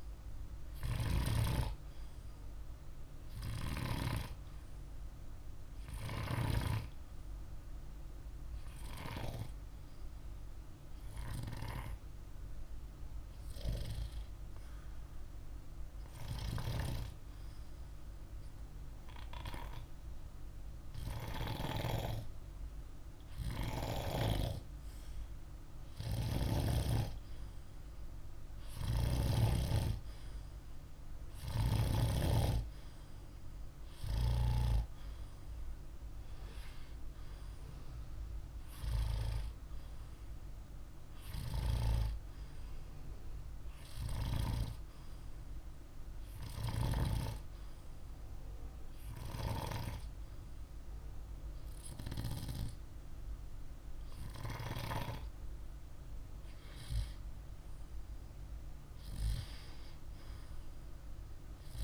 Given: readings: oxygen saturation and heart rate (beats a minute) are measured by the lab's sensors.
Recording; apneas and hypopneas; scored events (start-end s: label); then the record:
breathing in sleep by a room microphone; 2
0.00-14.50 s: oxygen desaturation (device-marked, oxygen 90% lowest, heart rate 50 extreme)
10.00-25.00 s: hypopnea (oxygen 99% before, 94% lowest, heart rate 51 before, 50 extreme, up 0 after)
28.50-33.00 s: arousal
47.00-57.00 s: hypopnea (oxygen 98% before, 93% lowest, heart rate 50 before, 49 extreme, up 1 after)
59.50-61.84 s: arousal
From the record:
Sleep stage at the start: N2 (light sleep); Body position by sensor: on the back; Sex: male